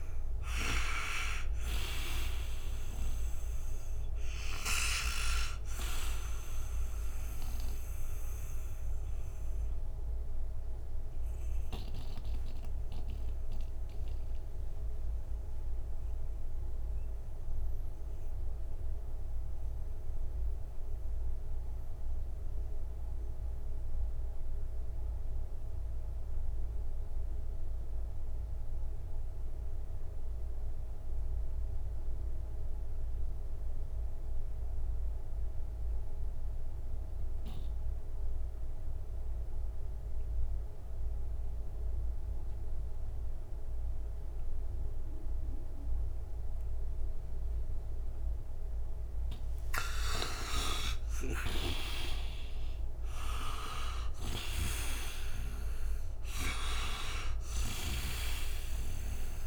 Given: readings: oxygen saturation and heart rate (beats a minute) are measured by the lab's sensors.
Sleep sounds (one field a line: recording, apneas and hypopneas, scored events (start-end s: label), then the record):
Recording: breathing in sleep by a room microphone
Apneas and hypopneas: 1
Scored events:
0.00-1.50 s: snoring (device-marked)
0.00-28.00 s: oxygen desaturation (device-marked, oxygen 76% lowest, heart rate 60 extreme)
9.50-46.50 s: mixed apnea (oxygen 97% before, 76% lowest, heart rate 70 before, 60 extreme, up 27 after)
40.00-59.47 s: oxygen desaturation (device-marked, oxygen 98% before, 76% lowest, heart rate 61 before, 58 extreme)
49.00-54.50 s: arousal
53.50-57.50 s: snoring (device-marked)
From the record:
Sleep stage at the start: N2 (light sleep)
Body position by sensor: on the right side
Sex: male